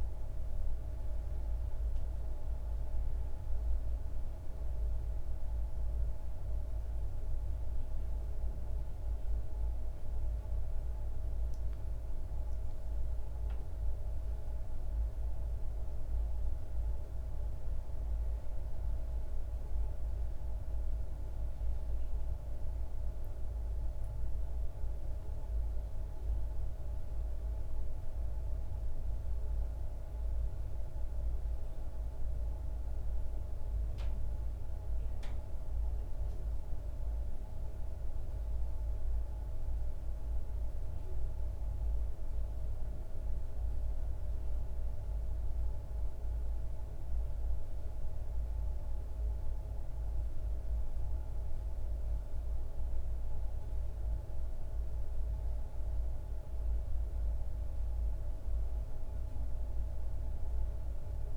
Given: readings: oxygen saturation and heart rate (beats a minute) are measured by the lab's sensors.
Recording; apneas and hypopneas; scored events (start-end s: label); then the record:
a person awake in a sleep study, hard to hear, by a room microphone; none
54.50-61.37 s: new sleep stage, N1 (lightest sleep)
From the record:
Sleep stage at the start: awake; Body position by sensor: on the back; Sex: male